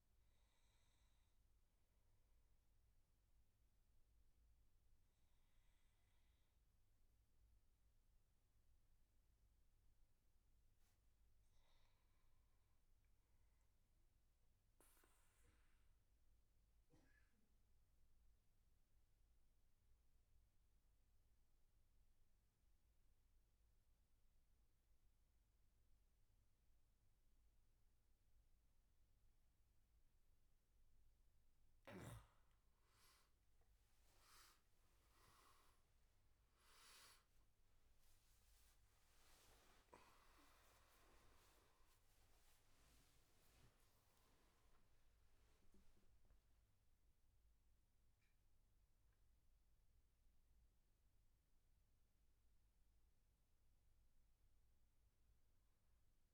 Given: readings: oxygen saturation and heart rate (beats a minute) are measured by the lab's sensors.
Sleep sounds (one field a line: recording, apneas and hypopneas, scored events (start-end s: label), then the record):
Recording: breathing in sleep, hard to hear, by a room microphone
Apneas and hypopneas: 1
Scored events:
7.00-12.00 s: arousal
15.50-31.50 s: obstructive apnea (oxygen 99% before, 91% lowest, heart rate 73 before, 69 extreme, up 20 after)
20.50-44.50 s: oxygen desaturation (device-marked, oxygen 99% before, 91% lowest, heart rate 74 before, 68 extreme)
33.00-37.50 s: arousal
From the record:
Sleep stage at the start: N2 (light sleep)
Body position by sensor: on the back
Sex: male